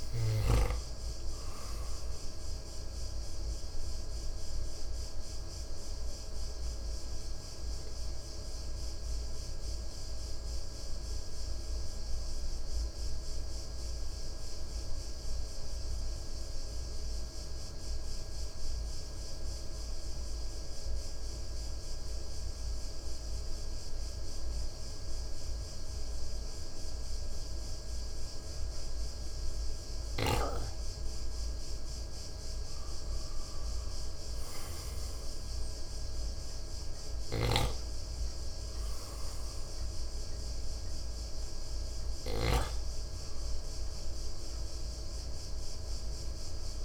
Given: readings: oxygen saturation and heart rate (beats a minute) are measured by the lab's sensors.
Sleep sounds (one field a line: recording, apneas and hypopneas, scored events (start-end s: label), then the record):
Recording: breathing in sleep, hard to hear, by a room microphone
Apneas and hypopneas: 1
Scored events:
0.00-1.00 s: snoring (device-marked)
0.00-17.50 s: oxygen desaturation (device-marked, oxygen 85% lowest, heart rate 55 extreme)
3.00-34.00 s: mixed apnea (oxygen 96% before, 85% lowest, heart rate 63 before, 55 extreme, up 5 after)
35.50-38.50 s: arousal
From the record:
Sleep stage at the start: N2 (light sleep)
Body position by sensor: on the right side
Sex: male